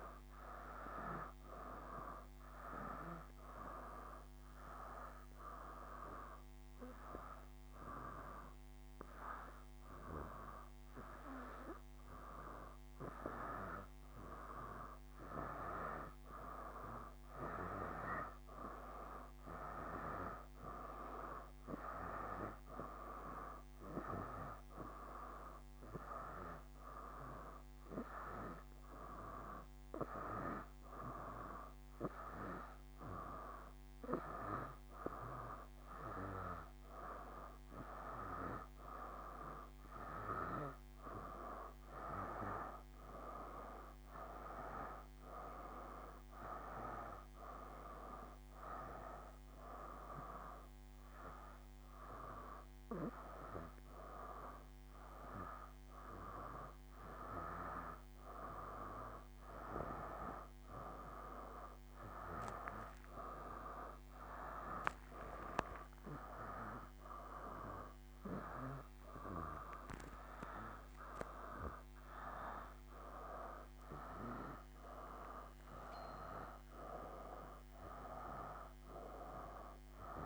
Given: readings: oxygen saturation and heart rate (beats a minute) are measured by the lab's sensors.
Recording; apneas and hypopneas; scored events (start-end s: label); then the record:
breathing in sleep by a microphone on the trachea; 1
0.00-3.00 s: arousal
5.00-15.00 s: hypopnea (oxygen 98% before, 93% lowest, heart rate 75 before, 72 extreme, up 0 after)
17.00-20.50 s: arousal
29.00-44.00 s: oxygen desaturation (device-marked, oxygen 96% before, 93% lowest, heart rate 73 before, 72 extreme)
67.00-69.00 s: long interval between heartbeats (device-marked, heart rate 74 before, 92 extreme)
67.50-72.50 s: arousal
From the record:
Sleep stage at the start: N2 (light sleep); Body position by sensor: on the back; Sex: male